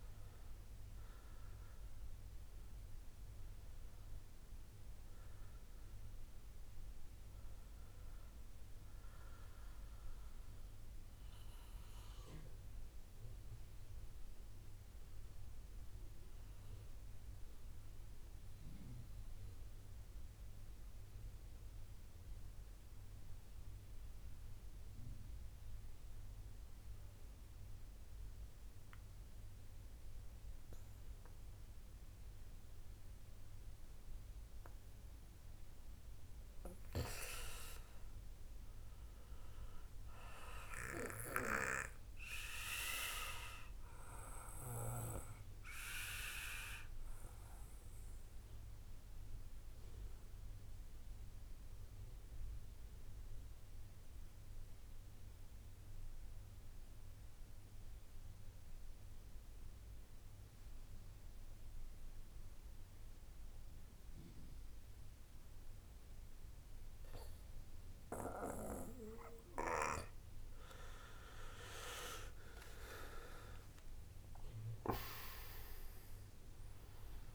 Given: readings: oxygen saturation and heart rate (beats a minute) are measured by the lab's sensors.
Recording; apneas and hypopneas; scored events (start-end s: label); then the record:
breathing in sleep by a room microphone; 2
0.00-1.00 s: arousal
0.00-21.00 s: oxygen desaturation (device-marked, oxygen 87% lowest, heart rate 54 extreme)
12.50-35.50 s: obstructive apnea (oxygen 96% before, 87% lowest, heart rate 61 before, 60 extreme, up 4 after)
37.50-40.50 s: arousal
40.00-61.00 s: oxygen desaturation (device-marked, oxygen 96% before, 89% lowest, heart rate 64 before, 36 extreme)
45.50-66.50 s: obstructive apnea (oxygen 97% before, 87% lowest, heart rate 63 before, 36 extreme)
72.00-77.35 s: oxygen desaturation (device-marked, oxygen 95% before, 87% lowest, heart rate 66 before, 49 extreme)
73.50-77.35 s: arousal
From the record:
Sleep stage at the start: N2 (light sleep); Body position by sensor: on the back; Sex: male